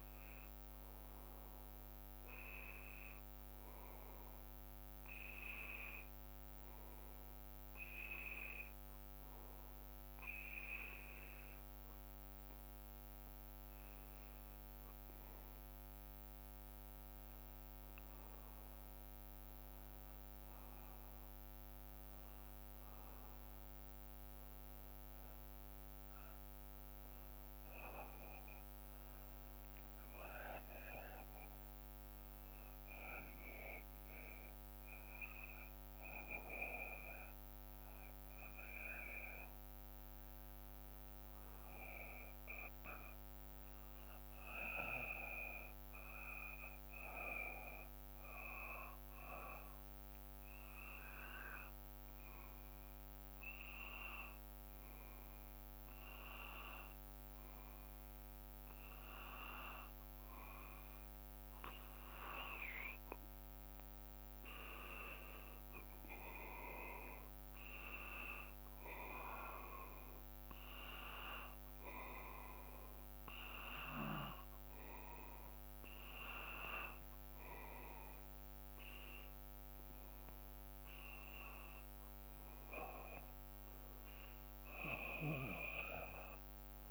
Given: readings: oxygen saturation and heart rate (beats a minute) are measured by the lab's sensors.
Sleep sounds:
breathing in sleep by a microphone on the trachea; none
none scored
From the record:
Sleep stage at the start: N2 (light sleep); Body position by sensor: on the back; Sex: male

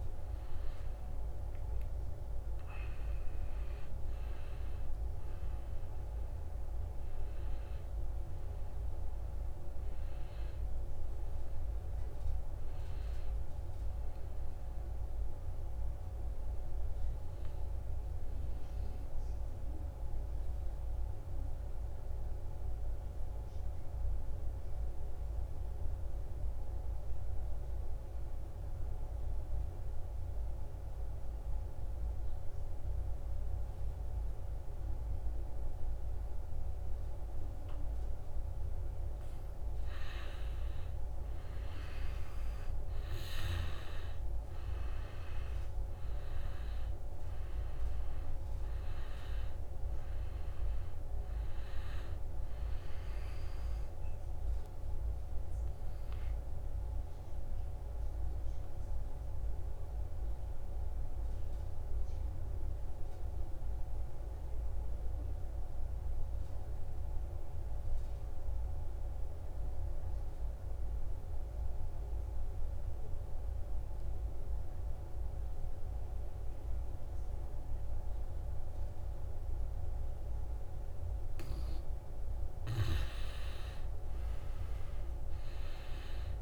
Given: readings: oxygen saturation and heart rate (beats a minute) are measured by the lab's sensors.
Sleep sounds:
breathing in sleep, hard to hear, by a room microphone; 2
0.00-16.00 s: oxygen desaturation (device-marked, oxygen 84% lowest, heart rate 63 extreme)
18.00-38.50 s: obstructive apnea (oxygen 98% before, 83% lowest, heart rate 77 before, 63 extreme, up 10 after)
34.00-62.00 s: oxygen desaturation (device-marked, oxygen 98% before, 87% lowest, heart rate 69 before, 63 extreme)
39.50-44.50 s: arousal
54.00-81.50 s: obstructive apnea (oxygen 98% before, 83% lowest, heart rate 70 before, 63 extreme, up 10 after)
76.00-86.42 s: oxygen desaturation (device-marked, oxygen 97% before, 83% lowest, heart rate 67 before, 63 extreme)
83.50-86.42 s: arousal
From the record:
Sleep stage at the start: N2 (light sleep); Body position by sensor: on the back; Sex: male

